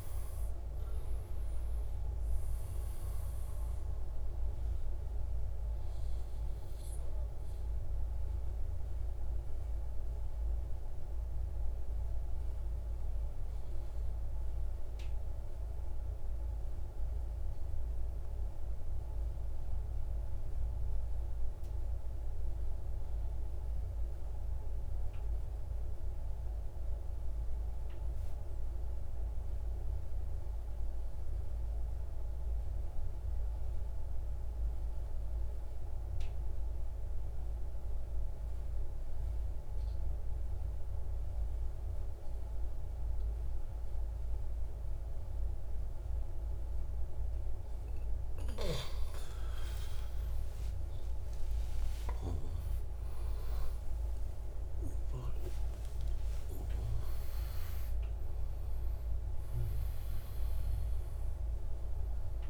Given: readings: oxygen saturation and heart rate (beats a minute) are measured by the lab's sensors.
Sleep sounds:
breathing in sleep, hard to hear, by a room microphone; 1
0.00-14.50 s: oxygen desaturation (device-marked, oxygen 84% lowest, heart rate 38 extreme)
10.00-48.00 s: mixed apnea (oxygen 93% before, 85% lowest)
36.50-62.50 s: oxygen desaturation (device-marked, oxygen 98% before, 86% lowest)
49.50-55.00 s: arousal
From the record:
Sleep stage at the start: N2 (light sleep); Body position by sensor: on the right side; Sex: male

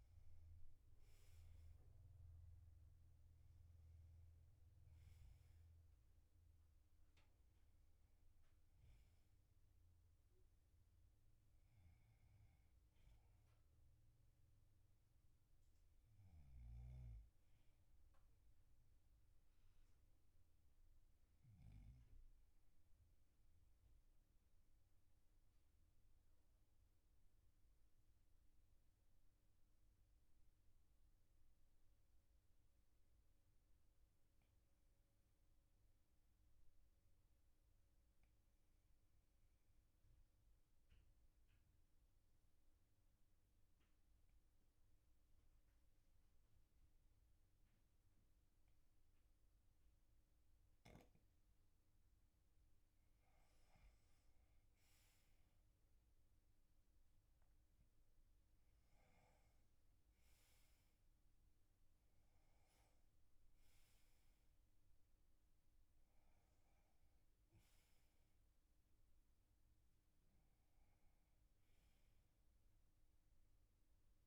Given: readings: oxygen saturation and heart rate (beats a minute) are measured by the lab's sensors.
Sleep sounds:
breathing in sleep, hard to hear, by a room microphone; 1
20.50-51.50 s: obstructive apnea (oxygen 99% before, 93% lowest, heart rate 48 before, 37 extreme, up 10 after)
26.50-37.50 s: oxygen desaturation (device-marked, oxygen 98% before, 95% lowest, heart rate 48 before, 37 extreme)
53.50-58.00 s: arousal
From the record:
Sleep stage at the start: N2 (light sleep); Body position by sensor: on the back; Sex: male

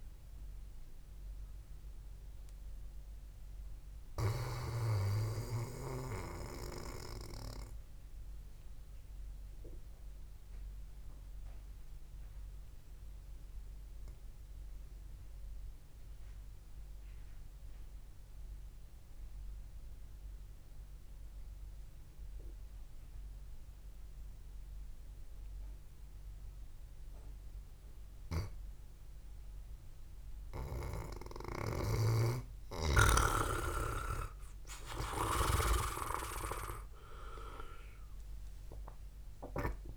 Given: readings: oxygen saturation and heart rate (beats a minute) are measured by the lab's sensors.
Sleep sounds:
breathing in sleep by a room microphone; 1
0.00-13.50 s: oxygen desaturation (device-marked, oxygen 92% lowest, heart rate 70 extreme)
8.50-30.50 s: mixed apnea (oxygen 99% before, 92% lowest, heart rate 79 before, 70 extreme, up 6 after)
28.50-39.97 s: oxygen desaturation (device-marked, oxygen 98% before, 93% lowest, heart rate 73 before, 66 extreme)
32.00-35.00 s: arousal
32.50-36.50 s: snoring (device-marked)
From the record:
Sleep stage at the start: N2 (light sleep); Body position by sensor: on the back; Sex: male

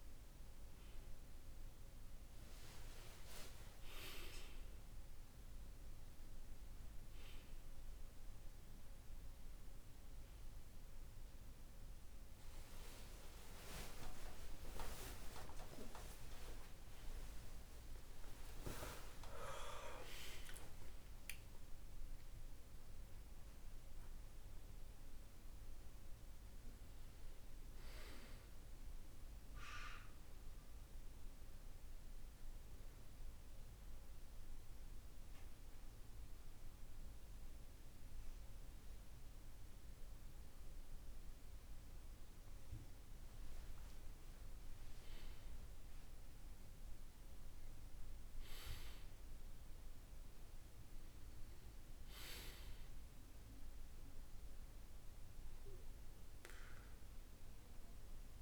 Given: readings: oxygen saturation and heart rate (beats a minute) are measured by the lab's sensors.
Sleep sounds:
a person partly awake in a sleep study, by a room microphone; 1
28.50-58.42 s: new sleep stage, N1 (lightest sleep)
33.00-44.50 s: central apnea (oxygen 97% before, 95% lowest, heart rate 90 before, 48 extreme, up 4 after)
46.50-51.00 s: arousal
From the record:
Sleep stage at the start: awake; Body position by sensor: on the back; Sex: male

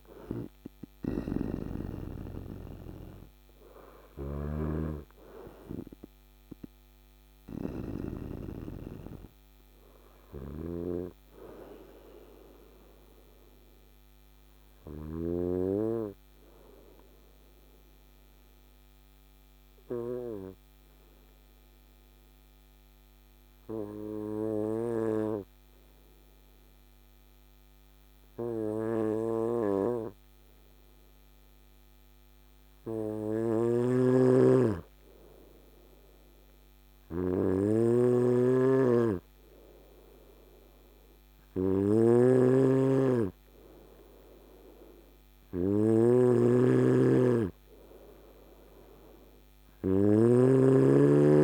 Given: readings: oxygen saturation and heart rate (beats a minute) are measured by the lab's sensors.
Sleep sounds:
breathing in sleep by a microphone on the trachea; 1
0.50-7.50 s: snoring (device-marked)
11.00-45.00 s: obstructive apnea (oxygen 98% before, 94% lowest, heart rate 58 before, 53 extreme, up 2 after)
33.00-51.44 s: snoring (device-marked)
36.00-51.44 s: oxygen desaturation (device-marked, oxygen 98% before, 94% lowest, heart rate 55 before, 53 extreme)
47.50-51.44 s: arousal
From the record:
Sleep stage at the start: N2 (light sleep); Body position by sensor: on the right side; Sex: male

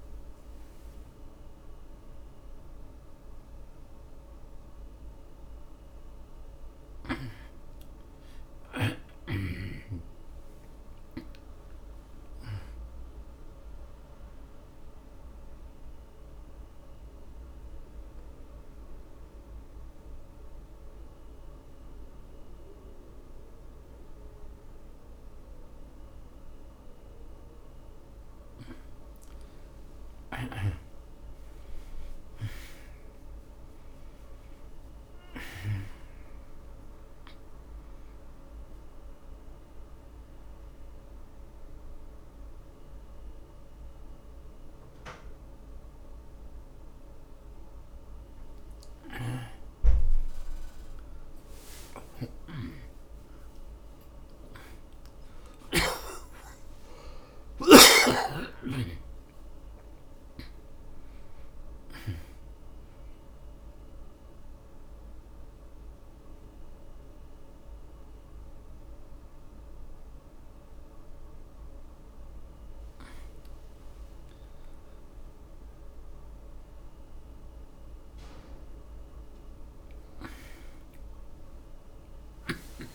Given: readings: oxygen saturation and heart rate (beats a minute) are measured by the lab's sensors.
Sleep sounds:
breathing in sleep by a room microphone; 3
6.50-22.50 s: oxygen desaturation (device-marked, oxygen 94% before, 88% lowest)
9.50-12.50 s: arousal
14.50-29.00 s: central apnea (oxygen 94% before, 82% lowest)
30.00-34.50 s: arousal
37.50-56.50 s: oxygen desaturation (device-marked, oxygen 96% before, 82% lowest)
39.00-50.00 s: central apnea (oxygen 97% before, 82% lowest)
52.50-57.50 s: arousal
63.50-73.50 s: central apnea (oxygen 96% before, 90% lowest)
63.50-80.50 s: oxygen desaturation (device-marked, oxygen 96% before, 90% lowest)
76.50-82.95 s: new sleep stage, awake
From the record:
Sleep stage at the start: N1 (lightest sleep); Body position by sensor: on the back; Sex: male

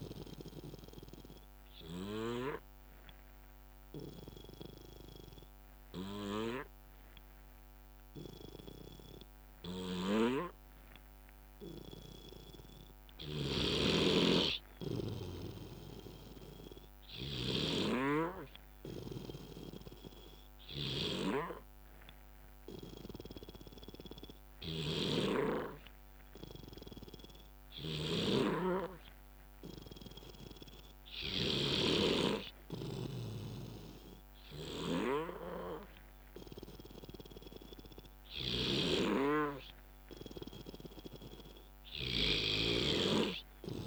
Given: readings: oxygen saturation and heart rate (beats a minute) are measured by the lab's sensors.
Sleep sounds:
breathing in sleep by a microphone on the trachea; 1
0.00-9.00 s: bradycardia (device-marked, heart rate 57 extreme)
0.00-10.00 s: oxygen desaturation (device-marked, oxygen 93% lowest, heart rate 57 extreme)
0.50-12.50 s: obstructive apnea (oxygen 100% before, 91% lowest, heart rate 61 before, 58 extreme, up 3 after)
13.00-31.50 s: snoring (device-marked)
15.00-19.00 s: arousal
18.00-30.00 s: oxygen desaturation (device-marked, oxygen 97% before, 91% lowest, heart rate 59 before, 60 extreme)
35.00-43.87 s: drop in pulse transit time (device-marked, heart rate 61 before, 63 extreme)
38.00-43.87 s: snoring (device-marked)
From the record:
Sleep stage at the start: N2 (light sleep); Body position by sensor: on the back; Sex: male

